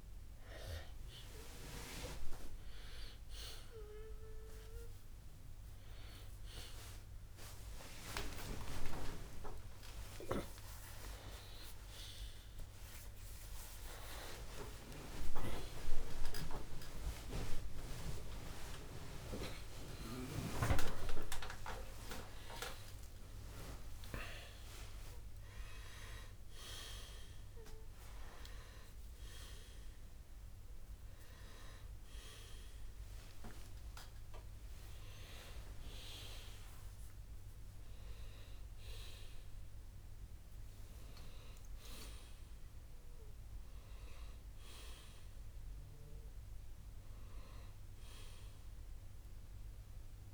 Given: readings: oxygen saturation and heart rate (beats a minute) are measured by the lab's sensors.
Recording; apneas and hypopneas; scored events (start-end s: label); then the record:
a person awake in a sleep study, by a room microphone; none
9.50-39.50 s: new sleep stage, awake
36.50-43.50 s: oxygen desaturation (device-marked, oxygen 95% before, 92% lowest)
39.50-50.34 s: new sleep stage, N1 (lightest sleep)
From the record:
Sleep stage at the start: N1 (lightest sleep); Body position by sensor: on the right side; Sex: male